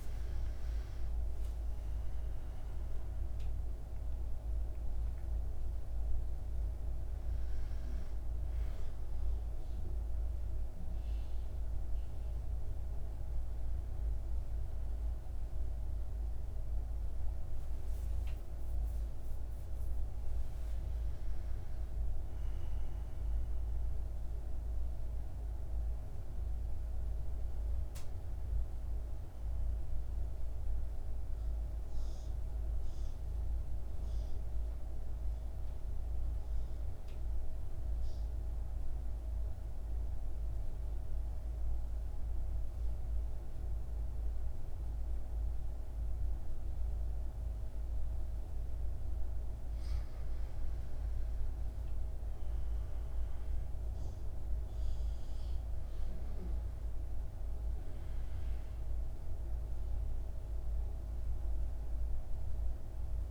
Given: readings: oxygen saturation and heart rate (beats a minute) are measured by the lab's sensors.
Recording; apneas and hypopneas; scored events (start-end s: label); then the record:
breathing in sleep, hard to hear, by a room microphone; 1
10.50-16.50 s: oxygen desaturation (device-marked, oxygen 96% before, 93% lowest, heart rate 68 before, 60 extreme)
29.50-49.00 s: mixed apnea (oxygen 99% before, 90% lowest, heart rate 66 before, 56 extreme, up 6 after)
31.50-63.31 s: new sleep stage, N2 (light sleep)
48.50-63.31 s: oxygen desaturation (device-marked, oxygen 98% before, 90% lowest, heart rate 60 before, 58 extreme)
51.50-55.00 s: arousal
From the record:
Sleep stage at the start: N1 (lightest sleep); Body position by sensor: on the back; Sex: male